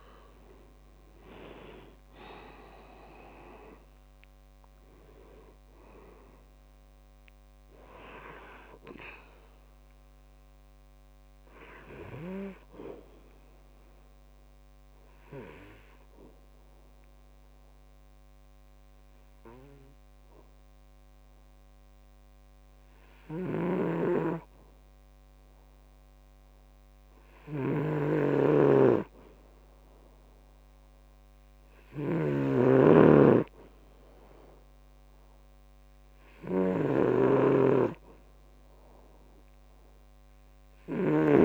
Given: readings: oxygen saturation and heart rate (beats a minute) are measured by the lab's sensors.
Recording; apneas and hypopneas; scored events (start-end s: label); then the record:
breathing in sleep by a microphone on the trachea; 1
0.00-5.00 s: arousal
0.00-24.00 s: oxygen desaturation (device-marked, oxygen 90% lowest, heart rate 65 extreme)
14.00-33.00 s: obstructive apnea (oxygen 97% before, 90% lowest, heart rate 72 before, 65 extreme, up 1 after)
38.00-41.45 s: oxygen desaturation (device-marked, oxygen 99% before, 92% lowest, heart rate 68 before, 64 extreme)
From the record:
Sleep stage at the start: N2 (light sleep); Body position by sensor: on the back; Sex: male